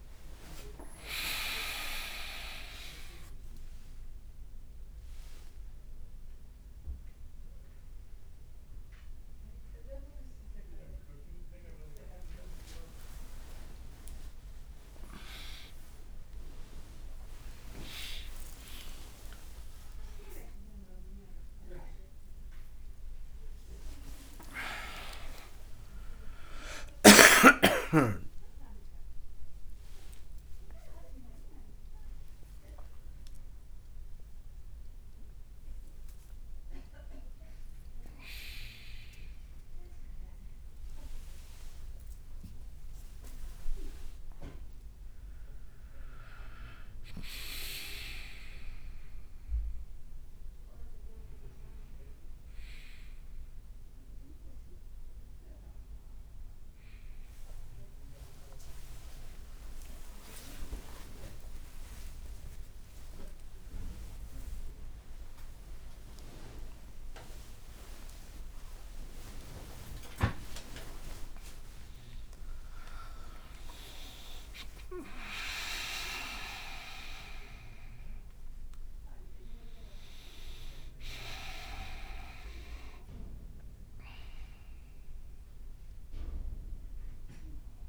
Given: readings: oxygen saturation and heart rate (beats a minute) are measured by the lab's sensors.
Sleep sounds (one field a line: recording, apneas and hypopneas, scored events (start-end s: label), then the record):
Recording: a person awake in a sleep study, by a room microphone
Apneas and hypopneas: none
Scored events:
0.00-15.00 s: oxygen desaturation (device-marked, oxygen 95% lowest, heart rate 68 extreme)
11.00-21.00 s: leg movement (device-marked)
11.50-13.50 s: long interval between heartbeats (device-marked, heart rate 76 before, 75 extreme)
14.50-16.50 s: long interval between heartbeats (device-marked, heart rate 75 before, 89 extreme)
21.50-28.50 s: leg movement (device-marked)
23.50-25.50 s: long interval between heartbeats (device-marked, heart rate 75 before, 80 extreme)
46.00-47.00 s: leg movement (device-marked)
58.00-73.00 s: tachycardia (device-marked, heart rate 64 before, 147 extreme)
59.00-61.00 s: long interval between heartbeats (device-marked, heart rate 64 before, 87 extreme)
61.00-63.00 s: long interval between heartbeats (device-marked, heart rate 66 before, 111 extreme)
61.00-76.00 s: oxygen desaturation (device-marked, oxygen 98% before, 94% lowest, heart rate 66 before, 59 extreme)
67.00-69.00 s: long interval between heartbeats (device-marked, heart rate 82 before, 110 extreme)
69.00-71.00 s: long interval between heartbeats (device-marked, heart rate 87 before, 115 extreme)
71.00-73.00 s: long interval between heartbeats (device-marked, heart rate 93 before, 140 extreme)
75.00-77.00 s: long interval between heartbeats (device-marked, heart rate 106 before, 88 extreme)
From the record:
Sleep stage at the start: awake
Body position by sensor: on the right side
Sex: male